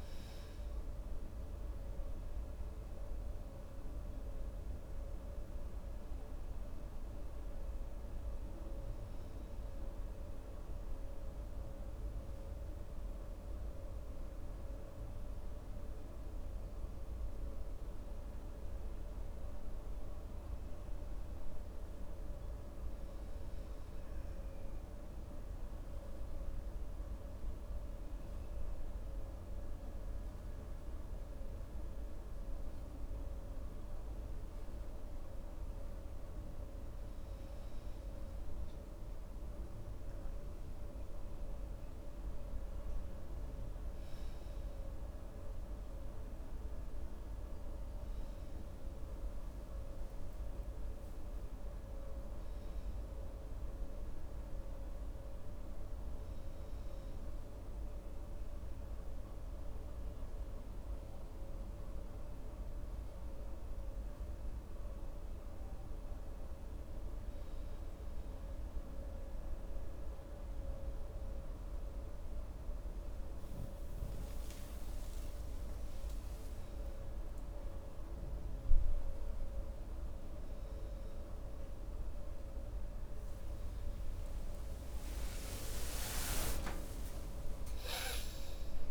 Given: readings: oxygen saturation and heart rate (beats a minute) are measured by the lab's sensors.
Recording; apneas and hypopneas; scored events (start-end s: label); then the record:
breathing in sleep, hard to hear, by a room microphone; 1
7.50-11.50 s: arousal
12.00-20.00 s: oxygen desaturation (device-marked, oxygen 97% before, 94% lowest, heart rate 67 before, 67 extreme)
23.50-34.50 s: obstructive apnea (oxygen 97% before, 91% lowest, heart rate 67 before, 67 extreme, up 0 after)
36.50-40.00 s: arousal
73.00-88.91 s: new sleep stage, awake
From the record:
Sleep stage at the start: N2 (light sleep); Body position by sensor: on the right side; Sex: male